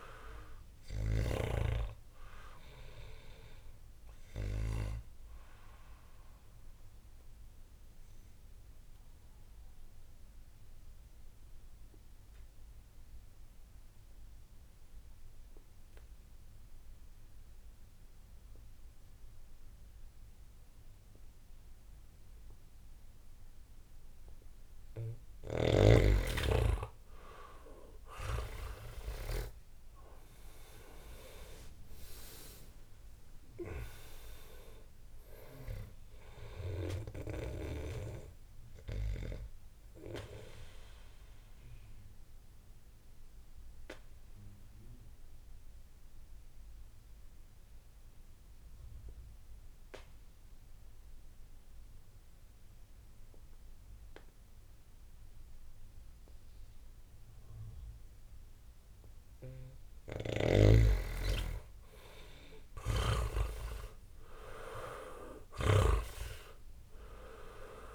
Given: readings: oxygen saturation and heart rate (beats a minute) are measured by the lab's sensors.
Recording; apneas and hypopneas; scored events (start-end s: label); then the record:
breathing in sleep by a room microphone; 2
0.00-23.00 s: oxygen desaturation (device-marked, oxygen 85% lowest, heart rate 57 extreme)
5.50-24.50 s: obstructive apnea (oxygen 99% before, 85% lowest, heart rate 70 before, 57 extreme, up 13 after)
28.00-32.00 s: arousal
32.00-58.00 s: oxygen desaturation (device-marked, oxygen 99% before, 88% lowest, heart rate 68 before, 57 extreme)
40.00-59.50 s: obstructive apnea (oxygen 99% before, 84% lowest, heart rate 73 before, 57 extreme, up 13 after)
62.00-66.00 s: arousal
65.00-67.95 s: snoring (device-marked)
From the record:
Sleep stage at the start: N2 (light sleep); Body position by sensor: on the back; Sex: male